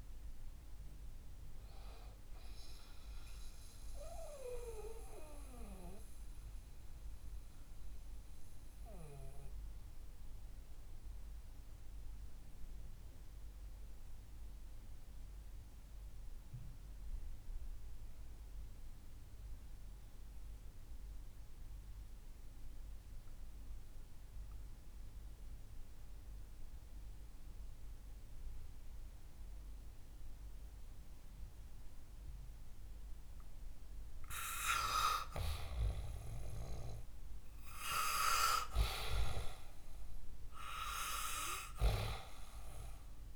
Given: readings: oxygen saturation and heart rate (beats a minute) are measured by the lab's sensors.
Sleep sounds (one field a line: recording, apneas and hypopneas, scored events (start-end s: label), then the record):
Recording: breathing in sleep by a room microphone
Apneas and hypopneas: 1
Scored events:
0.00-19.00 s: oxygen desaturation (device-marked, oxygen 78% lowest, heart rate 61 extreme)
4.00-33.50 s: mixed apnea (oxygen 97% before, 78% lowest, heart rate 75 before, 61 extreme, up 9 after)
34.00-43.35 s: oxygen desaturation (device-marked, oxygen 99% before, 87% lowest, heart rate 64 before, 58 extreme)
36.50-40.50 s: arousal
From the record:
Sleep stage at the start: REM sleep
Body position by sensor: on the back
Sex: male